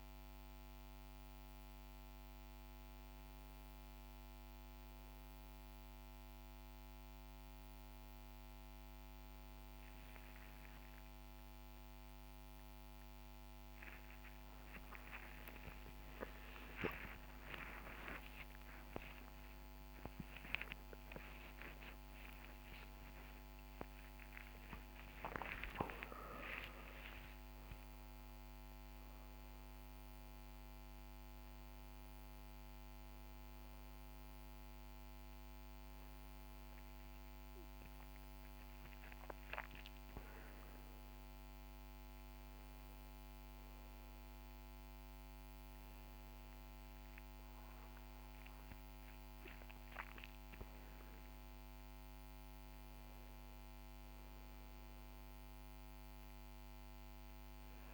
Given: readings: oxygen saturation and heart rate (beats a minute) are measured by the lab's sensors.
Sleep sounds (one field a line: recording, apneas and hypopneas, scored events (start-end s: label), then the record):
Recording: a person awake in a sleep study, by a microphone on the trachea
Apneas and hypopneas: none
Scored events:
26.00-56.00 s: new sleep stage, awake
56.00-57.94 s: new sleep stage, N2 (light sleep)
From the record:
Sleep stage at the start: N1 (lightest sleep)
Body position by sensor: on the right side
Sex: male